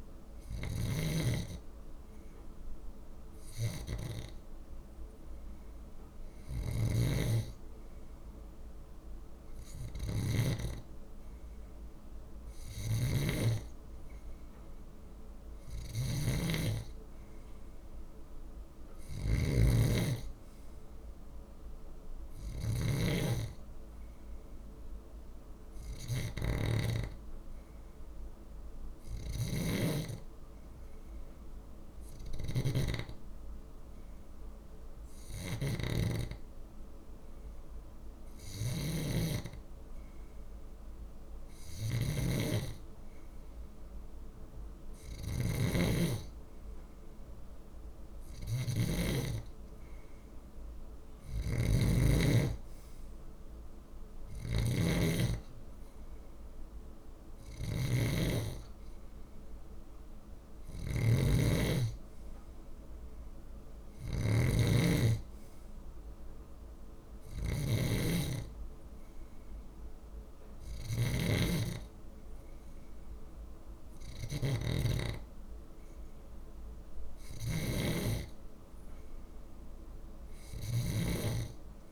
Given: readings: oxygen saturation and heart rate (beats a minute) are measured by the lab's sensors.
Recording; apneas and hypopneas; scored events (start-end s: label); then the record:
breathing in sleep by a room microphone; none
0.00-81.92 s: snoring (device-marked)
From the record:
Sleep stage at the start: N2 (light sleep); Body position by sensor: on the left side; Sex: male